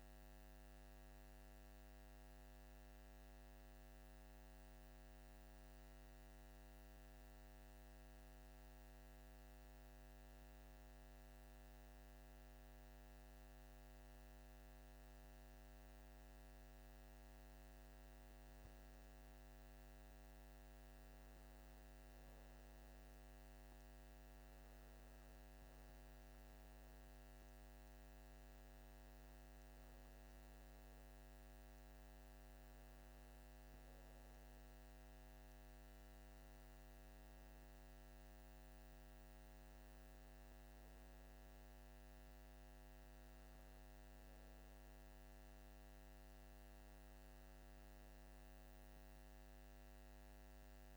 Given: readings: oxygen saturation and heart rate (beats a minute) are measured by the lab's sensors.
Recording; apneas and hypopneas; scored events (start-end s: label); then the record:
breathing in sleep, hard to hear, by a microphone on the trachea; none
none scored
From the record:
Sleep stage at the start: N2 (light sleep); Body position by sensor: on the back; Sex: male